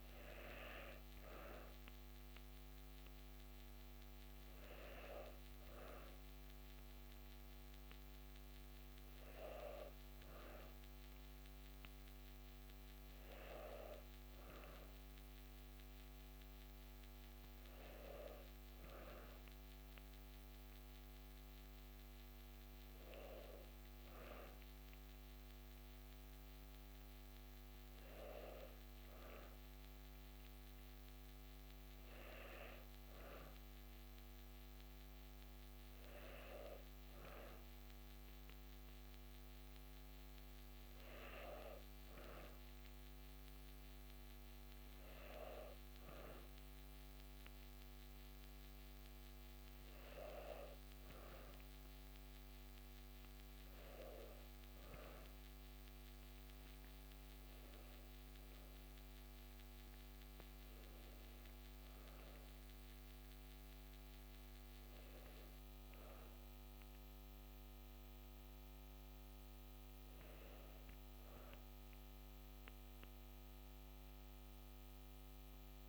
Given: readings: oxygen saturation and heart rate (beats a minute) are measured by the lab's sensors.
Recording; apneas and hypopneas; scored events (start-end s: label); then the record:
breathing in sleep by a microphone on the trachea; none
none scored
From the record:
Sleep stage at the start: N2 (light sleep); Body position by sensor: on the back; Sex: female